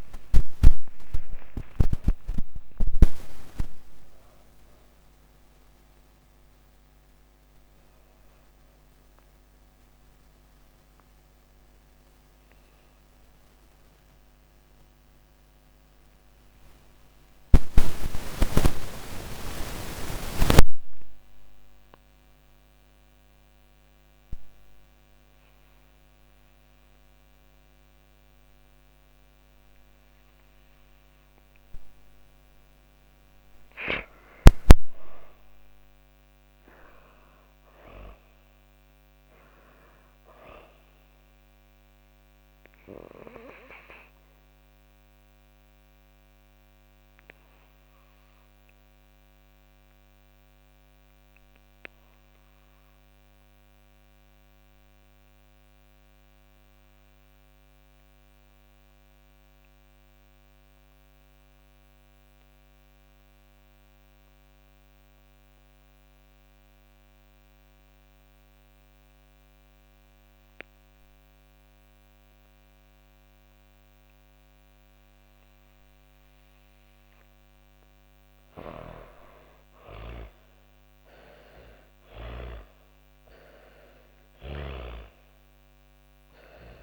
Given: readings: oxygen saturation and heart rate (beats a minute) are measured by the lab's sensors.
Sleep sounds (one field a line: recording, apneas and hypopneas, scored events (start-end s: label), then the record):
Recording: breathing in sleep by a microphone on the trachea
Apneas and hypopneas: 2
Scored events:
0.00-18.50 s: oxygen desaturation (device-marked, oxygen 78% lowest, heart rate 86 extreme)
6.50-30.50 s: obstructive apnea (oxygen 96% before, 78% lowest, heart rate 108 before, 89 extreme, up 1 after)
33.00-36.50 s: arousal
37.50-55.50 s: oxygen desaturation (device-marked, oxygen 98% before, 90% lowest, heart rate 119 before, 75 extreme)
45.00-75.50 s: obstructive apnea (oxygen 100% before, 82% lowest, heart rate 122 before, 75 extreme)
68.50-86.83 s: oxygen desaturation (device-marked, oxygen 99% before, 82% lowest, heart rate 116 before, 83 extreme)
78.00-82.50 s: arousal
78.50-83.50 s: snoring (device-marked)
From the record:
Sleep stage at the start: N2 (light sleep)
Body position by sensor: on the back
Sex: female